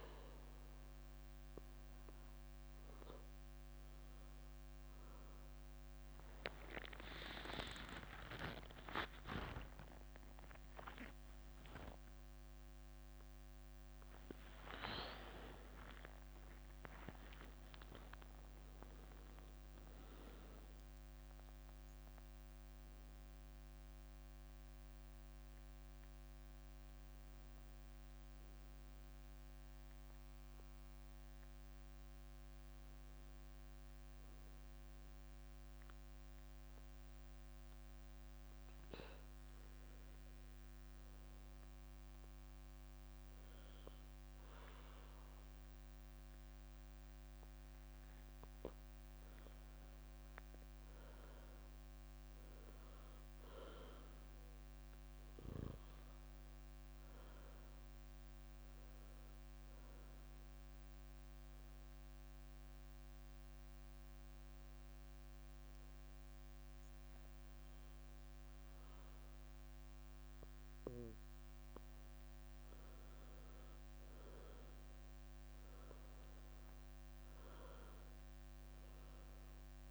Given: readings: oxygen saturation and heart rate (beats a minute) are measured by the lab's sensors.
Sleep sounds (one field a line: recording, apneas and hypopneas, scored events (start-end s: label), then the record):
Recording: a person partly awake in a sleep study, by a microphone on the trachea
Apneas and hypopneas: 2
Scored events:
5.50-9.50 s: leg movement (device-marked)
7.00-18.00 s: tachycardia (device-marked, heart rate 68 before, 150 extreme)
8.50-10.50 s: long interval between heartbeats (device-marked, heart rate 66 before, 80 extreme)
9.50-12.00 s: leg movement (device-marked)
11.00-13.00 s: long interval between heartbeats (device-marked, heart rate 70 before, 129 extreme)
13.50-15.50 s: long interval between heartbeats (device-marked, heart rate 77 before, 144 extreme)
16.50-18.50 s: long interval between heartbeats (device-marked, heart rate 89 before, 134 extreme)
26.00-79.91 s: new sleep stage, N2 (light sleep)
35.00-48.50 s: hypopnea (oxygen 99% before, 93% lowest, heart rate 88 before, 65 extreme, up 4 after)
48.00-68.00 s: oxygen desaturation (device-marked, oxygen 98% before, 95% lowest, heart rate 67 before, 64 extreme)
51.00-54.00 s: arousal
59.50-73.00 s: obstructive apnea (oxygen 99% before, 93% lowest, heart rate 67 before, 64 extreme, up 7 after)
75.50-79.00 s: arousal
From the record:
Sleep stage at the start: awake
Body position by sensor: on the back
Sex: female